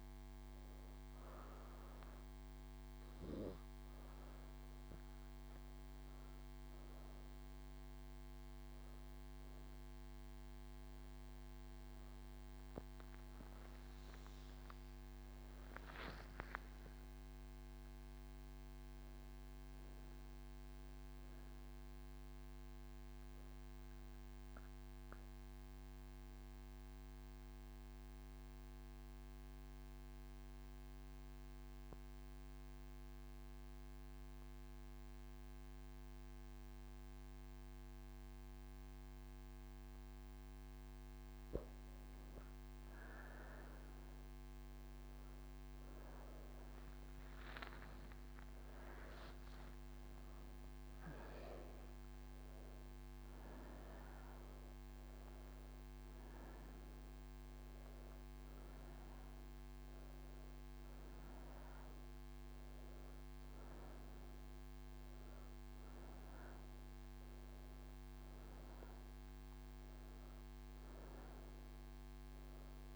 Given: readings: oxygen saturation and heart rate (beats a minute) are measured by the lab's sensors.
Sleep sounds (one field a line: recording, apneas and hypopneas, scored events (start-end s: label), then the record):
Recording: breathing in sleep, hard to hear, by a microphone on the trachea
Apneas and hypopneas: none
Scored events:
0.00-18.50 s: oxygen desaturation (device-marked, oxygen 88% lowest)
15.50-72.96 s: new sleep stage, N3 (deep sleep)
44.50-57.50 s: oxygen desaturation (device-marked, oxygen 99% before, 95% lowest)
69.50-72.96 s: oxygen desaturation (device-marked, oxygen 96% before, 91% lowest)
From the record:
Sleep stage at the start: N2 (light sleep)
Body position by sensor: on the right side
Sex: female